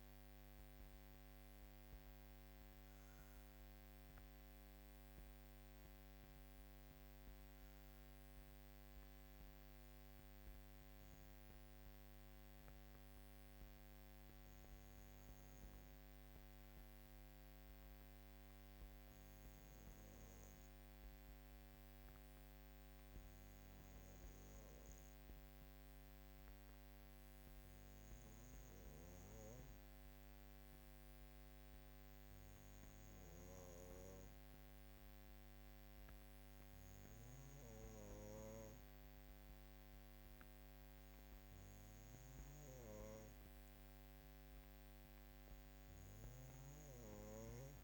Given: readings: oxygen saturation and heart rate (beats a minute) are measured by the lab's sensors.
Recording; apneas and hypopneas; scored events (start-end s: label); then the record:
breathing in sleep by a microphone on the trachea; 1
4.00-29.00 s: hypopnea (oxygen 96% before, 93% lowest, heart rate 52 before, 55 extreme, up 2 after)
37.00-41.00 s: arousal
From the record:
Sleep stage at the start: N2 (light sleep); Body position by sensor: on the back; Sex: female